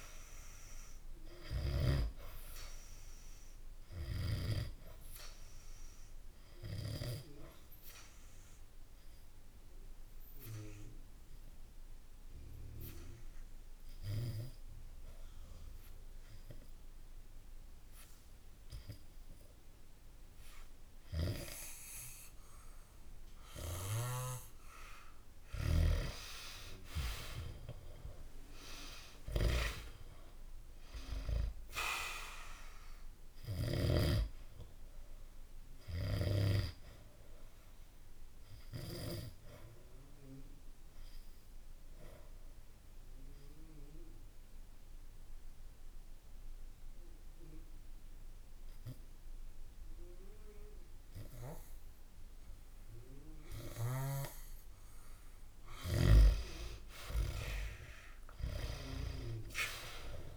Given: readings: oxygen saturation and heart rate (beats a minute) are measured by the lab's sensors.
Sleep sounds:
breathing in sleep by a room microphone; 2
0.00-1.50 s: snoring (device-marked)
0.00-15.00 s: oxygen desaturation (device-marked, oxygen 89% lowest, heart rate 64 extreme)
8.00-24.50 s: obstructive apnea (oxygen 95% before, 89% lowest, heart rate 67 before, 64 extreme, up 1 after)
26.00-30.00 s: arousal
32.00-50.00 s: oxygen desaturation (device-marked, oxygen 97% before, 89% lowest, heart rate 67 before, 65 extreme)
34.00-55.50 s: obstructive apnea (oxygen 97% before, 89% lowest, heart rate 66 before, 65 extreme)
57.50-60.37 s: arousal
From the record:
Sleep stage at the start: N2 (light sleep); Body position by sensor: on the back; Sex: male

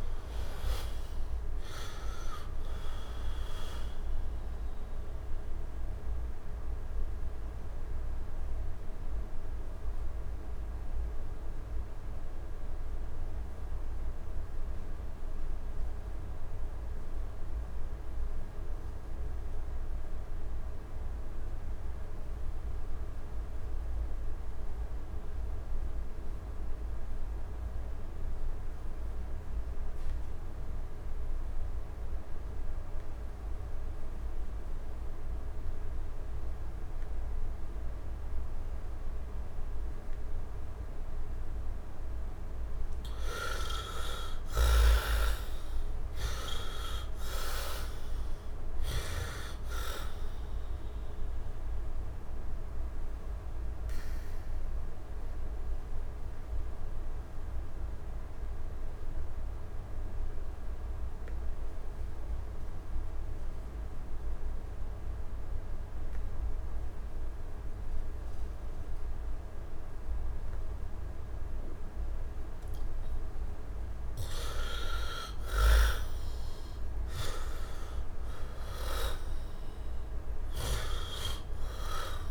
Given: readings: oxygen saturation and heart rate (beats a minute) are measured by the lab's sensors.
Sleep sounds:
breathing in sleep by a room microphone; 2
0.00-19.00 s: oxygen desaturation (device-marked, heart rate 61 extreme)
5.50-42.00 s: mixed apnea (heart rate 75 before, 61 extreme, up 12 after)
27.00-72.00 s: oxygen desaturation (device-marked, oxygen 97% before, 40% lowest, heart rate 69 before, 62 extreme)
43.00-47.50 s: arousal
50.50-73.00 s: mixed apnea (oxygen 97% before, 40% lowest, heart rate 81 before, 62 extreme, up 18 after)
75.00-79.00 s: arousal
77.00-82.31 s: oxygen desaturation (device-marked, oxygen 93% before, 54% lowest, heart rate 73 before, 64 extreme)
From the record:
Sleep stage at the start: N2 (light sleep); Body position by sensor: on the right side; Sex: male

